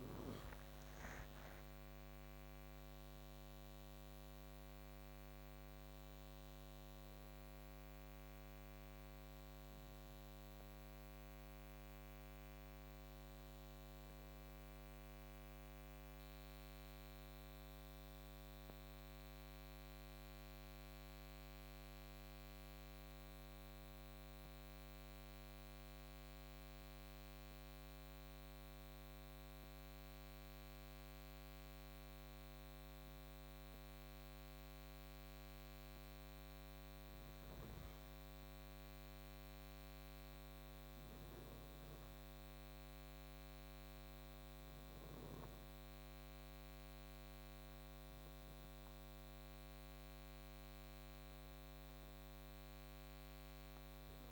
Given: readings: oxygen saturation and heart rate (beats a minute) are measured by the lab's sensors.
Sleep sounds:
breathing in sleep, hard to hear, by a microphone on the trachea; 1
0.00-2.50 s: arousal
0.00-25.00 s: oxygen desaturation (device-marked, oxygen 90% lowest, heart rate 61 extreme)
19.50-50.00 s: obstructive apnea (oxygen 96% before, 90% lowest, heart rate 65 before, 58 extreme, up 7 after)
41.00-54.32 s: oxygen desaturation (device-marked, oxygen 97% before, 92% lowest, heart rate 62 before, 58 extreme)
From the record:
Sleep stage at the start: N2 (light sleep); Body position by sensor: on the right side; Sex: male

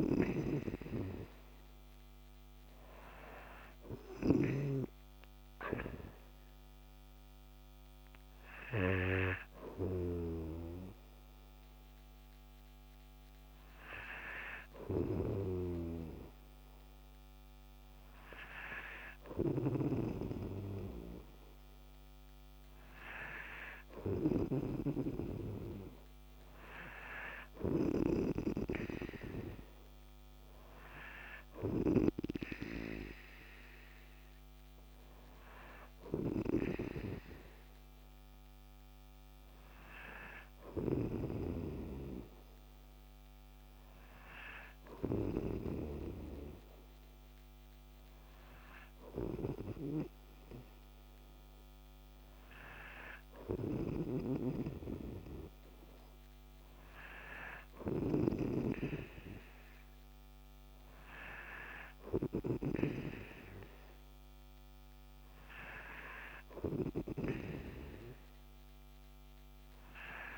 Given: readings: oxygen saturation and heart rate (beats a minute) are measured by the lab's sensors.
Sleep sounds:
breathing in sleep by a microphone on the trachea; none
0.00-11.00 s: snoring (device-marked)
19.50-32.50 s: snoring (device-marked)
37.00-70.37 s: new sleep stage, N3 (deep sleep)
54.00-70.37 s: snoring (device-marked)
From the record:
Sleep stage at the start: N2 (light sleep); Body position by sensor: on the right side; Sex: male

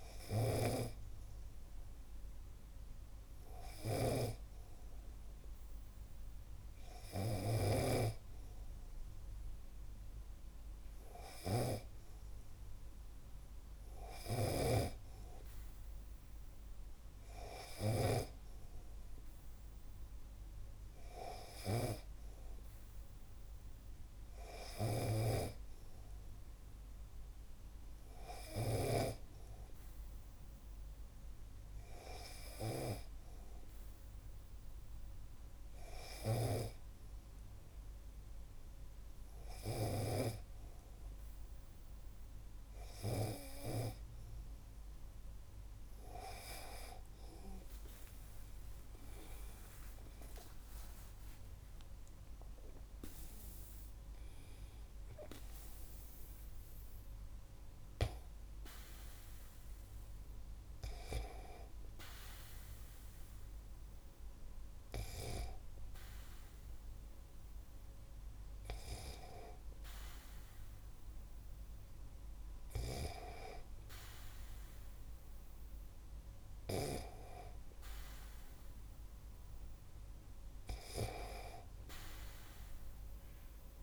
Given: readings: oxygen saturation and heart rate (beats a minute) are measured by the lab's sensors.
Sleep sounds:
breathing in sleep by a room microphone; 1
33.00-44.50 s: hypopnea (oxygen 97% before, 94% lowest, heart rate 57 before, 47 extreme, up 8 after)
49.50-53.50 s: arousal
72.50-77.00 s: snoring (device-marked)
From the record:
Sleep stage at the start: N2 (light sleep); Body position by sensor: on the back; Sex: male

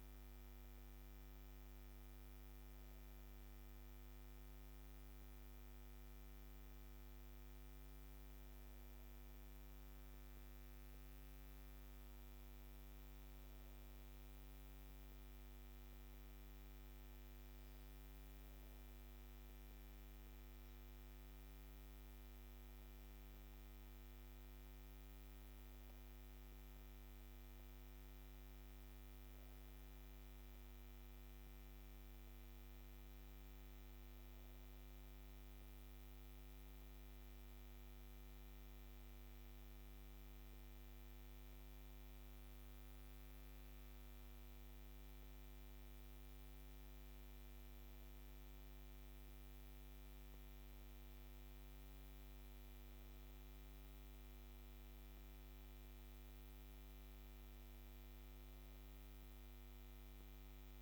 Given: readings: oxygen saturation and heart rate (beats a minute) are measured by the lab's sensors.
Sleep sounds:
breathing in sleep, hard to hear, by a microphone on the trachea; none
none scored
From the record:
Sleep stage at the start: N2 (light sleep); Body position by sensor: on the back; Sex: female

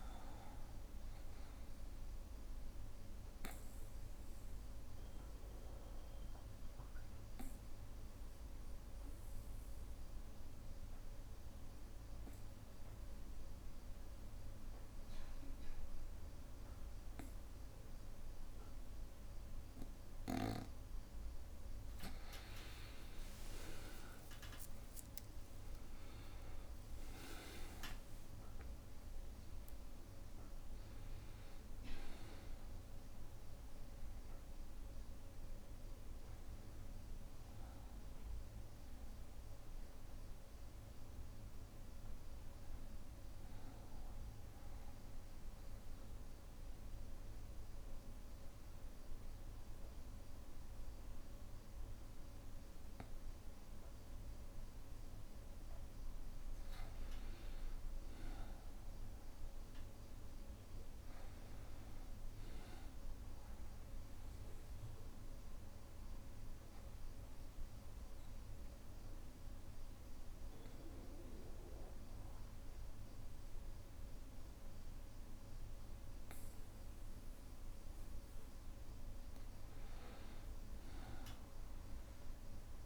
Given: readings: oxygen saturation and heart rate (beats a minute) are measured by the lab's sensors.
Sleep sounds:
breathing in sleep, hard to hear, by a room microphone; 3
0.00-14.00 s: oxygen desaturation (device-marked, oxygen 94% lowest, heart rate 61 extreme)
1.50-20.50 s: obstructive apnea (oxygen 99% before, 93% lowest, heart rate 62 before, 60 extreme, up 12 after)
5.00-82.86 s: new sleep stage, N2 (light sleep)
23.50-29.00 s: arousal
25.00-44.00 s: oxygen desaturation (device-marked, oxygen 98% before, 93% lowest, heart rate 61 before, 60 extreme)
25.50-27.50 s: long interval between heartbeats (device-marked, heart rate 61 before, 69 extreme)
45.00-56.00 s: obstructive apnea (oxygen 98% before, 95% lowest, heart rate 66 before, 60 extreme, up 3 after)
59.00-62.00 s: arousal
63.00-80.00 s: oxygen desaturation (device-marked, oxygen 99% before, 95% lowest, heart rate 61 before, 59 extreme)
65.00-77.50 s: obstructive apnea (oxygen 99% before, 94% lowest, heart rate 61 before, 59 extreme, up 3 after)
81.00-82.86 s: arousal
From the record:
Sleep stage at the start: N1 (lightest sleep); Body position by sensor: on the back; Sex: male

